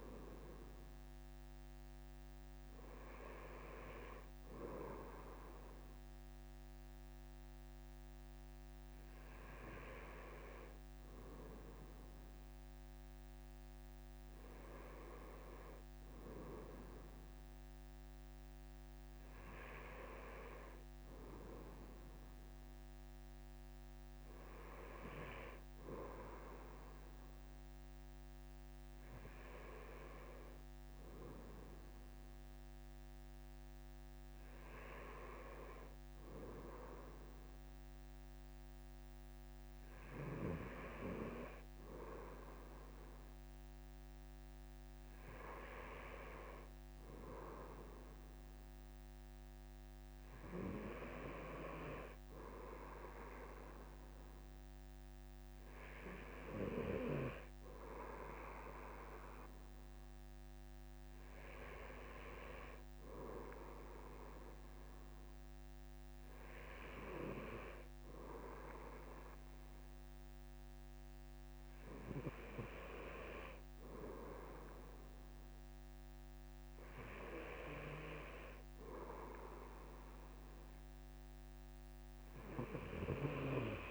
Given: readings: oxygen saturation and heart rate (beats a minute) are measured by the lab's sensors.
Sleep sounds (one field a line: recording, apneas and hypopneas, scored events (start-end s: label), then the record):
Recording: breathing in sleep by a microphone on the trachea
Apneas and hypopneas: none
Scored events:
none scored
From the record:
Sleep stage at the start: N2 (light sleep)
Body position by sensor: on the right side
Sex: male